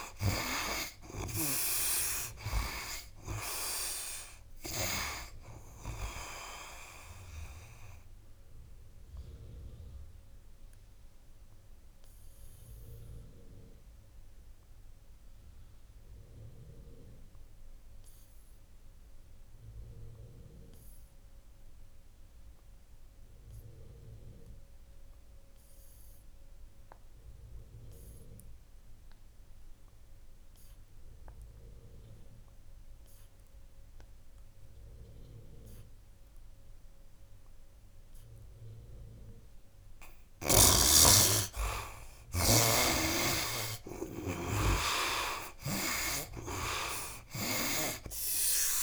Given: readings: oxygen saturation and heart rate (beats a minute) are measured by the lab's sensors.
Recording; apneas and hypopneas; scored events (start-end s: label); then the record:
breathing in sleep by a room microphone; 1
0.00-27.00 s: oxygen desaturation (device-marked, oxygen 61% lowest, heart rate 65 extreme)
7.50-39.50 s: obstructive apnea (oxygen 97% before, 61% lowest, heart rate 81 before, 65 extreme, up 19 after)
29.00-48.83 s: oxygen desaturation (device-marked, oxygen 96% before, 62% lowest, heart rate 70 before, 66 extreme)
43.00-47.50 s: arousal
45.00-48.83 s: snoring (device-marked)
From the record:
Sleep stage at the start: N2 (light sleep); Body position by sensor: on the right side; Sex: male